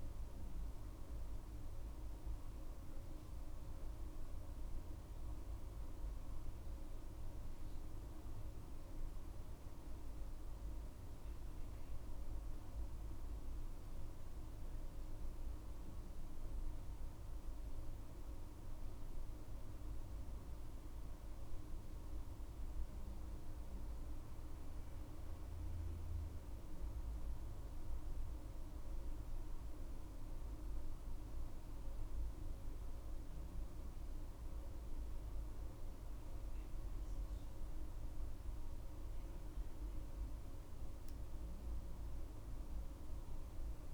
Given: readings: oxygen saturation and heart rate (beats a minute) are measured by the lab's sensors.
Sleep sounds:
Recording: a person awake in a sleep study, hard to hear, by a room microphone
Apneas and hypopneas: none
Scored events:
none scored
From the record:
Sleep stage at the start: awake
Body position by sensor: on the back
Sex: female

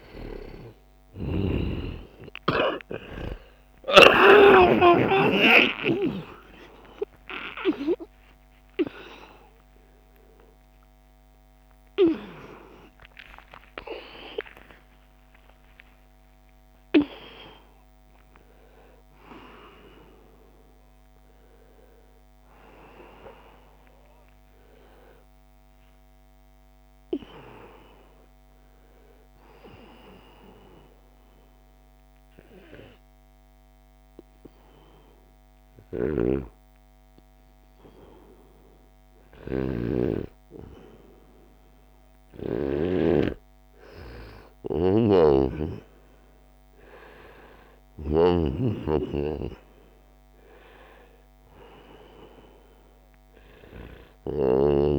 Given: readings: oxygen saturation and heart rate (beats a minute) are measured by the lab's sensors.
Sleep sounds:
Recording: a person partly awake in a sleep study, by a microphone on the trachea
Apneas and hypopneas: 1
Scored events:
0.00-4.00 s: snoring (device-marked)
0.00-19.00 s: oxygen desaturation (device-marked, oxygen 91% lowest, heart rate 79 extreme)
2.00-4.00 s: long interval between heartbeats (device-marked, heart rate 69 before, 81 extreme)
4.50-6.50 s: long interval between heartbeats (device-marked, heart rate 70 before, 98 extreme)
7.00-9.00 s: long interval between heartbeats (device-marked, heart rate 76 before, 139 extreme)
17.00-19.00 s: long interval between heartbeats (device-marked, heart rate 102 before, 103 extreme)
20.00-54.99 s: new sleep stage, N2 (light sleep)
29.00-41.50 s: hypopnea (oxygen 98% before, 91% lowest, heart rate 102 before, 79 extreme, up 1 after)
35.50-42.50 s: snoring (device-marked)
44.00-47.50 s: arousal
44.50-54.00 s: snoring (device-marked)
45.00-54.99 s: oxygen desaturation (device-marked, oxygen 97% before, 93% lowest, heart rate 84 before, 77 extreme)
From the record:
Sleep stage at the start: awake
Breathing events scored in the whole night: 499 in 6.2 hours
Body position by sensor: on the right side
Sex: male

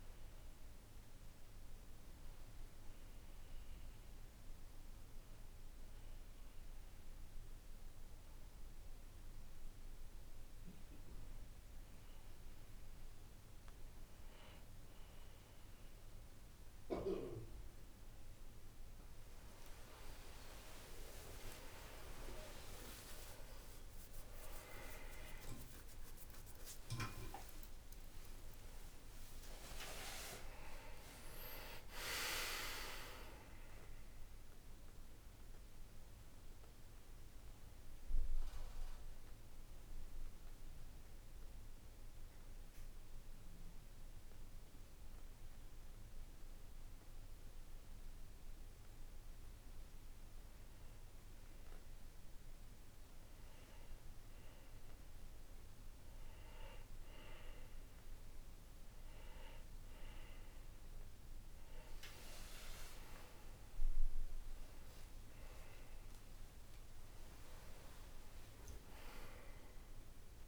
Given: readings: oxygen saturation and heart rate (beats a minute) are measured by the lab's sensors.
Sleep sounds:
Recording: breathing in sleep by a room microphone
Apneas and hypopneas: 2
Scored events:
2.00-15.50 s: hypopnea (oxygen 95% before, 92% lowest, heart rate 63 before, 54 extreme, up 14 after)
21.50-37.50 s: oxygen desaturation (device-marked, oxygen 96% before, 92% lowest, heart rate 58 before, 57 extreme)
22.50-30.50 s: arousal
37.50-51.00 s: obstructive apnea (oxygen 96% before, 93% lowest, heart rate 70 before, 57 extreme, up 1 after)
58.50-70.48 s: oxygen desaturation (device-marked, oxygen 99% before, 93% lowest, heart rate 63 before, 56 extreme)
62.50-68.00 s: arousal
From the record:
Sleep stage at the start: N2 (light sleep)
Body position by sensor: on the right side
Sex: male

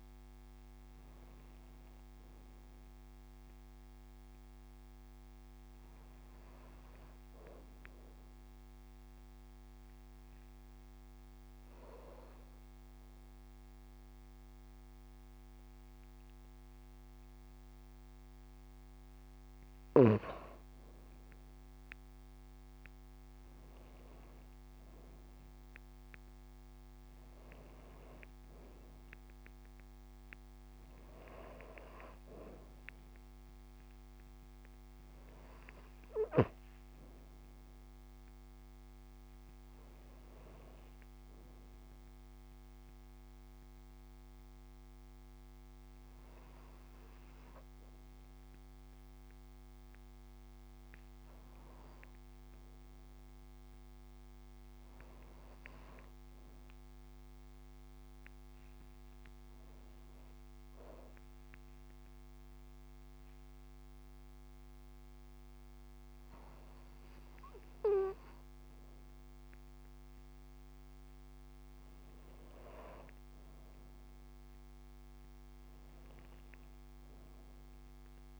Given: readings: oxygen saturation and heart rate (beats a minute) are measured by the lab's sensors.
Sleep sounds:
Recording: breathing in sleep by a microphone on the trachea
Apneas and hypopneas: 1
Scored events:
22.00-26.00 s: arousal
55.50-59.00 s: arousal
60.50-72.00 s: obstructive apnea (oxygen 95% before, 93% lowest)
74.00-78.00 s: arousal
From the record:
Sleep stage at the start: N2 (light sleep)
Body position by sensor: on the back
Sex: female

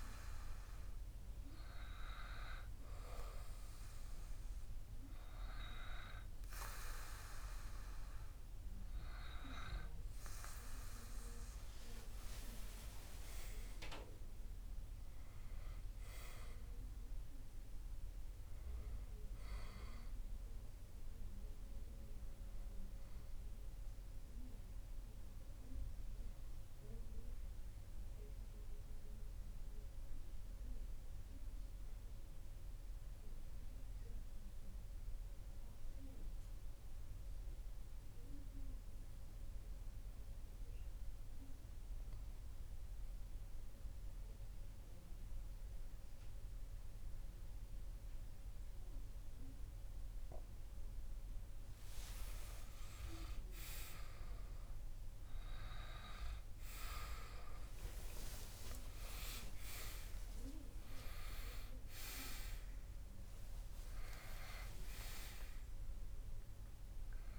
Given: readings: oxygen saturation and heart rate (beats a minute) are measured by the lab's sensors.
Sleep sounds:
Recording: breathing in sleep by a room microphone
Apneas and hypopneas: 1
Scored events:
11.50-16.50 s: arousal
33.00-51.00 s: mixed apnea (oxygen 96% before, 92% lowest)
52.50-59.00 s: arousal
54.50-67.39 s: oxygen desaturation (device-marked, oxygen 97% before, 92% lowest)
From the record:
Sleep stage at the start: REM sleep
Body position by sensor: on the back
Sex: male

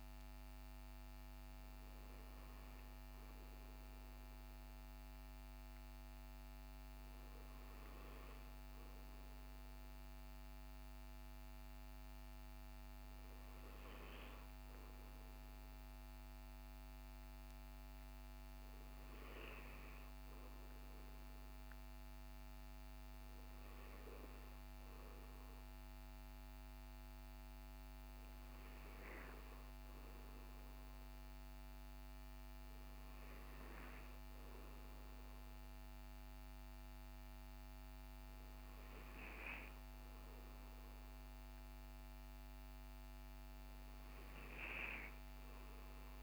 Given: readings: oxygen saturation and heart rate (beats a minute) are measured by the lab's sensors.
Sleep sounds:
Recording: breathing in sleep, hard to hear, by a microphone on the trachea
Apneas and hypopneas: none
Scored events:
none scored
From the record:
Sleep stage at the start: N2 (light sleep)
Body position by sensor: on the back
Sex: male

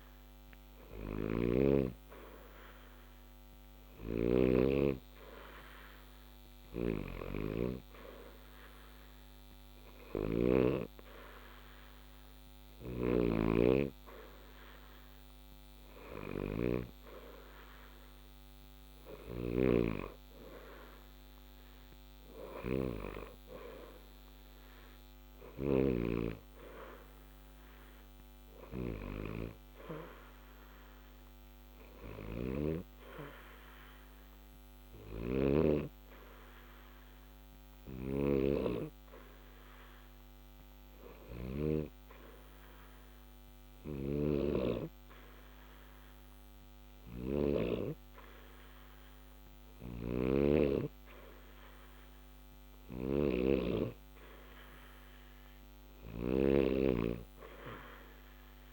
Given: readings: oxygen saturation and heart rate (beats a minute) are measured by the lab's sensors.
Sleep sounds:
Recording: breathing in sleep by a microphone on the trachea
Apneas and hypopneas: 1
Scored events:
0.50-13.00 s: snoring (device-marked)
36.50-52.00 s: hypopnea (oxygen 90% before, 88% lowest, heart rate 60 before, 60 extreme, up 0 after)
54.00-57.00 s: arousal
From the record:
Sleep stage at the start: N2 (light sleep)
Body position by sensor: on the back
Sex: male

